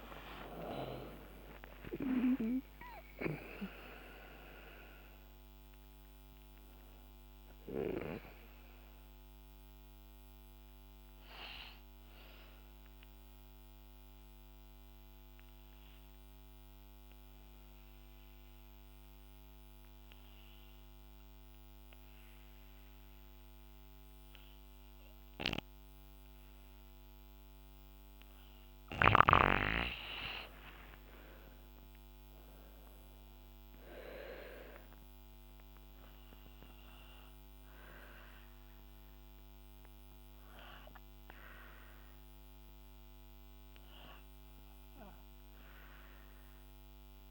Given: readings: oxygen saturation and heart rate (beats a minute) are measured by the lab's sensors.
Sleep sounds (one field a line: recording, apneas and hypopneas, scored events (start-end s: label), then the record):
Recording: breathing in sleep by a microphone on the trachea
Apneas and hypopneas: 1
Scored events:
1.00-5.50 s: arousal
13.00-26.50 s: obstructive apnea (oxygen 93% before, 88% lowest, heart rate 75 before, 64 extreme, up 9 after)
28.00-31.00 s: arousal
30.00-47.31 s: oxygen desaturation (device-marked, oxygen 99% before, 88% lowest, heart rate 68 before, 64 extreme)
From the record:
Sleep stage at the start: N2 (light sleep)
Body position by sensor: on the right side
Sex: female